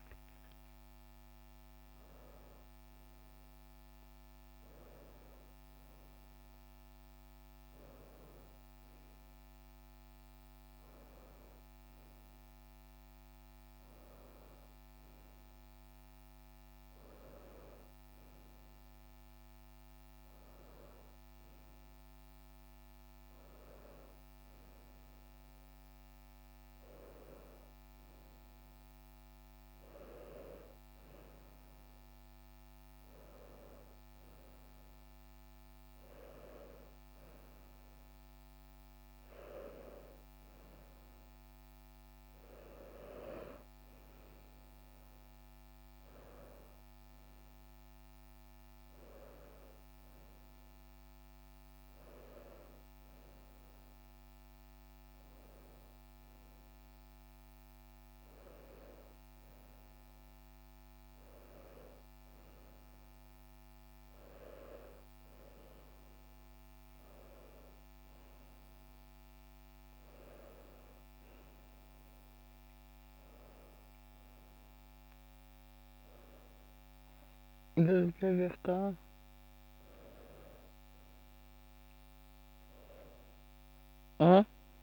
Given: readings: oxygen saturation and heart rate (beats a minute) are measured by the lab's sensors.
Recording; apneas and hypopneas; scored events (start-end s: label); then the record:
a person awake in a sleep study, by a microphone on the trachea; none
78.00-84.50 s: snoring (device-marked)
From the record:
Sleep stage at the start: awake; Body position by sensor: on the right side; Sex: female